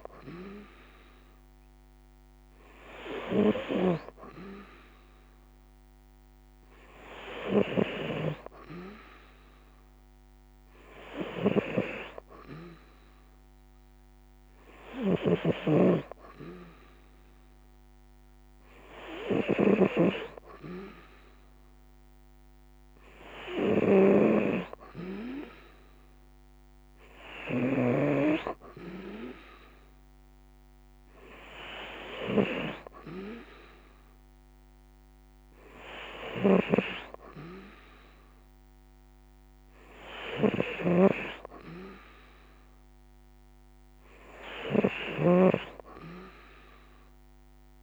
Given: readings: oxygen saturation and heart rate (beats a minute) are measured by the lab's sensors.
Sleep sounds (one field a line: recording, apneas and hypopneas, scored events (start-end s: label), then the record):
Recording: breathing in sleep by a microphone on the trachea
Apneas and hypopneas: none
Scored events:
0.00-47.83 s: snoring (device-marked)
From the record:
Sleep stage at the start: N2 (light sleep)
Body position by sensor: on the right side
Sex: female